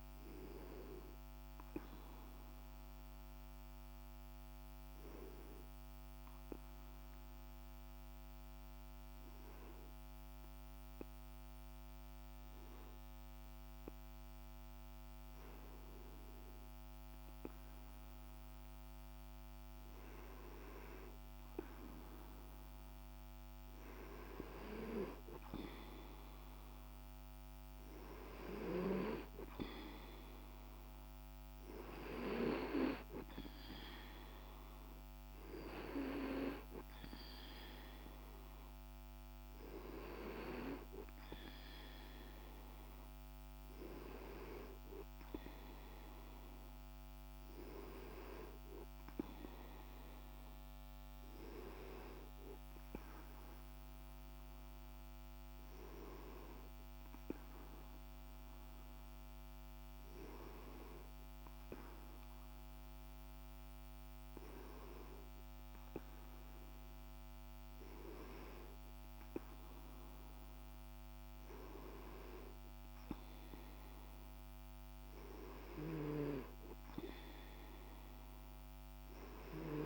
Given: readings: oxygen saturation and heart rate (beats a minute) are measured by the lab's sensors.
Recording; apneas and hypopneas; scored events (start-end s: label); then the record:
breathing in sleep by a microphone on the trachea; 1
1.00-20.00 s: hypopnea (oxygen 98% before, 94% lowest)
22.00-25.00 s: arousal
25.00-37.00 s: oxygen desaturation (device-marked, oxygen 98% before, 94% lowest)
From the record:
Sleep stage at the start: N2 (light sleep); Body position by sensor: on the right side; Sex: male